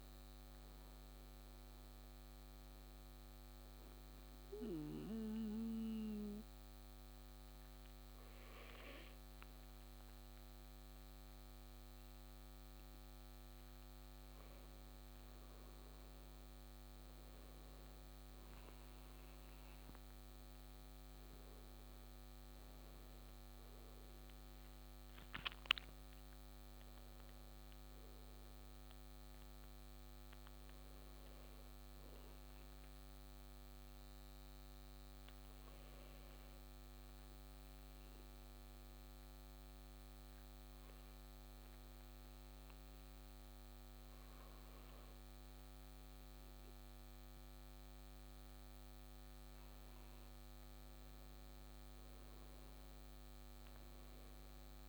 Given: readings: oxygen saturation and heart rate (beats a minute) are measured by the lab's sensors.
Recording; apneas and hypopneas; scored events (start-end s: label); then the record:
breathing in sleep, hard to hear, by a microphone on the trachea; 2
3.00-16.00 s: hypopnea (oxygen 97% before, 94% lowest, heart rate 63 before, 60 extreme, up 9 after)
21.00-26.00 s: arousal
32.50-49.50 s: hypopnea (oxygen 96% before, 94% lowest, heart rate 66 before, 59 extreme, up 8 after)
51.50-54.89 s: arousal
From the record:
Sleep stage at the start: N2 (light sleep); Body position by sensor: on the back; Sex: male